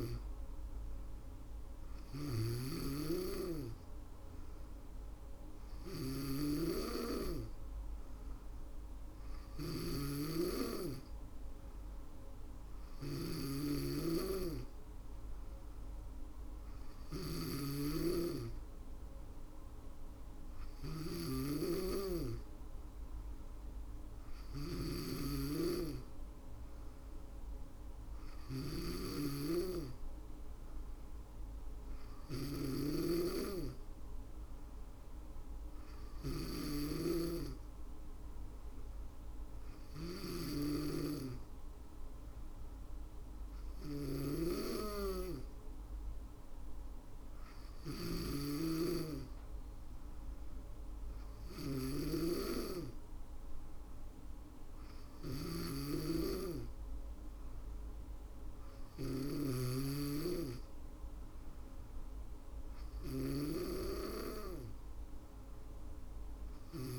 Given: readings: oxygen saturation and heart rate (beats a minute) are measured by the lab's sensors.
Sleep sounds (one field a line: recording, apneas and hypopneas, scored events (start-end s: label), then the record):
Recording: breathing in sleep by a room microphone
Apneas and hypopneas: none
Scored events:
0.00-7.00 s: drop in pulse transit time (device-marked, heart rate 64 extreme)
0.00-66.99 s: snoring (device-marked)
40.00-50.00 s: drop in pulse transit time (device-marked, heart rate 60 before, 60 extreme)
From the record:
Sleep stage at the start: N2 (light sleep)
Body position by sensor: on the back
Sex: female